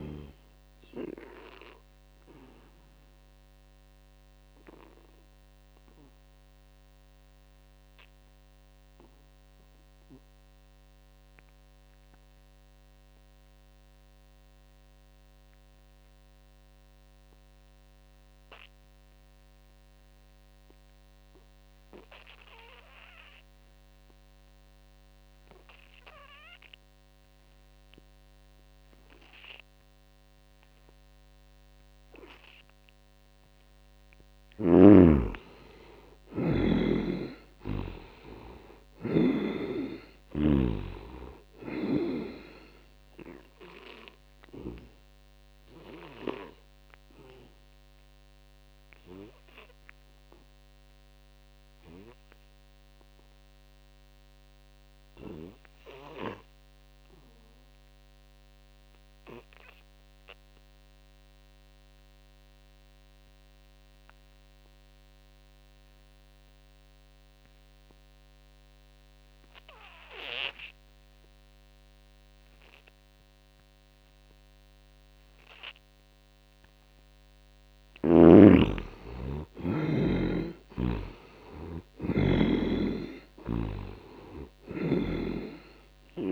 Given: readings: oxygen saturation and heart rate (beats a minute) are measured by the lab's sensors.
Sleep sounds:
breathing in sleep by a microphone on the trachea; 2
0.00-11.00 s: oxygen desaturation (device-marked, oxygen 72% lowest, heart rate 57 extreme)
1.00-33.00 s: obstructive apnea (oxygen 97% before, 71% lowest, heart rate 69 before, 58 extreme, up 2 after)
19.00-56.00 s: oxygen desaturation (device-marked, oxygen 99% before, 71% lowest, heart rate 77 before, 58 extreme)
33.50-38.00 s: arousal
36.50-40.00 s: snoring (device-marked)
43.50-76.00 s: obstructive apnea (oxygen 99% before, 71% lowest, heart rate 68 before, 65 extreme)
64.00-86.32 s: oxygen desaturation (device-marked, oxygen 98% before, 72% lowest, heart rate 78 before, 61 extreme)
78.00-81.00 s: arousal
80.00-83.50 s: snoring (device-marked)
From the record:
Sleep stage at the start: N2 (light sleep); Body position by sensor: on the back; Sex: male

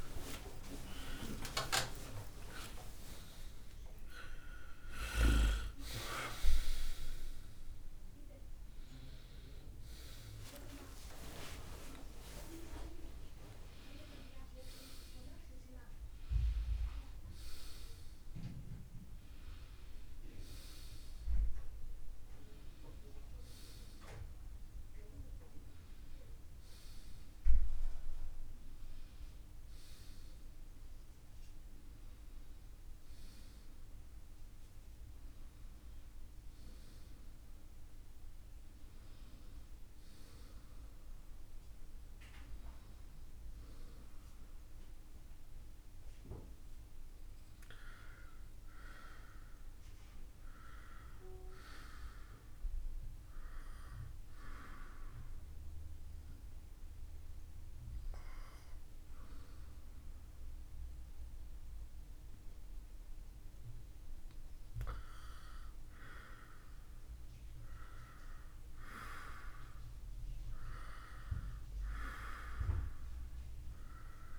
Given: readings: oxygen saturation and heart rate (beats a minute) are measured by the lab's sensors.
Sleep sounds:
a person partly awake in a sleep study, by a room microphone; 1
0.00-8.50 s: oxygen desaturation (device-marked, oxygen 91% lowest, heart rate 72 extreme)
1.00-3.00 s: long interval between heartbeats (device-marked, heart rate 72 before, 104 extreme)
14.50-44.50 s: new sleep stage, N1 (lightest sleep)
40.50-68.50 s: oxygen desaturation (device-marked, oxygen 99% before, 93% lowest, heart rate 73 before, 67 extreme)
44.50-74.39 s: new sleep stage, N2 (light sleep)
47.00-50.50 s: arousal
53.00-64.50 s: hypopnea (oxygen 99% before, 92% lowest, heart rate 70 before, 67 extreme, up 2 after)
66.50-69.50 s: arousal
From the record:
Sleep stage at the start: awake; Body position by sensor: upright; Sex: male

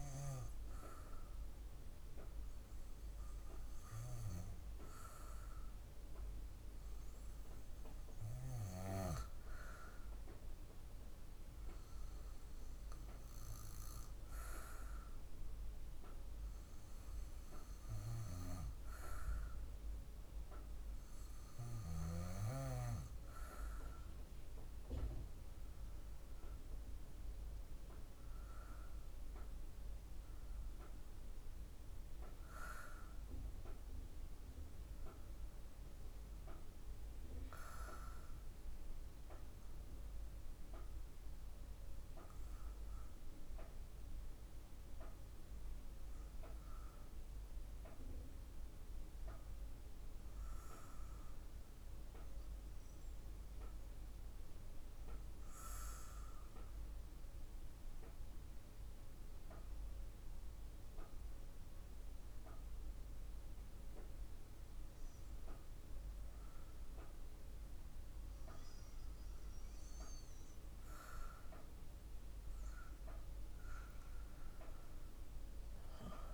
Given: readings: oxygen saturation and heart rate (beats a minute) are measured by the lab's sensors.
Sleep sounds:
breathing in sleep by a room microphone; 1
50.00-68.00 s: obstructive apnea (oxygen 97% before, 96% lowest, heart rate 57 before, 52 extreme, up 4 after)
71.50-76.34 s: arousal
From the record:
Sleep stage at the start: REM sleep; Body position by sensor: on the back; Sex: female

